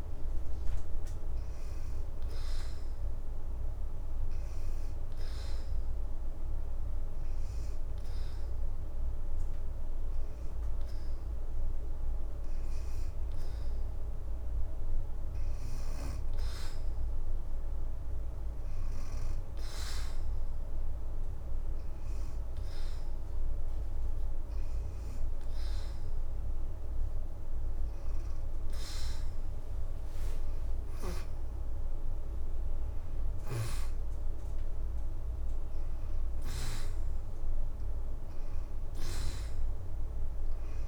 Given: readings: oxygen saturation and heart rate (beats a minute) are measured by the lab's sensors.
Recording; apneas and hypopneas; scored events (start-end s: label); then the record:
breathing in sleep, hard to hear, by a room microphone; 1
0.00-3.50 s: leg movement (device-marked)
5.50-16.00 s: hypopnea (oxygen 90% before, 82% lowest, heart rate 84 before, 82 extreme, up 4 after)
17.50-20.00 s: arousal
20.50-36.50 s: oxygen desaturation (device-marked, oxygen 89% before, 82% lowest, heart rate 83 before, 81 extreme)
From the record:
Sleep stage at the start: N2 (light sleep); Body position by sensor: on the back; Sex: female